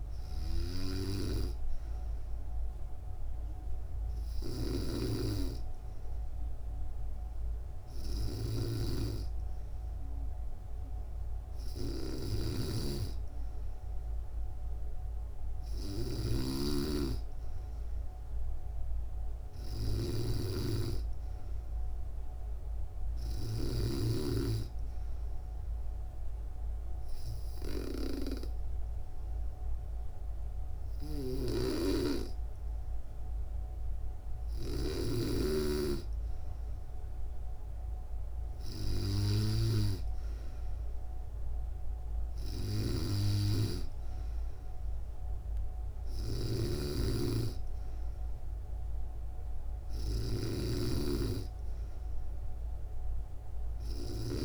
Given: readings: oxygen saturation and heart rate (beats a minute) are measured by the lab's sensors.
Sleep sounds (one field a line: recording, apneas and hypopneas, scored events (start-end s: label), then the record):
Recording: breathing in sleep by a room microphone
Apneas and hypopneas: none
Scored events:
4.00-23.50 s: snoring (device-marked)
30.50-34.50 s: snoring (device-marked)
42.00-54.45 s: snoring (device-marked)
53.00-54.45 s: bradycardia (device-marked, heart rate 69 before, 68 extreme)
From the record:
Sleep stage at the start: N3 (deep sleep)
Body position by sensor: on the back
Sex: female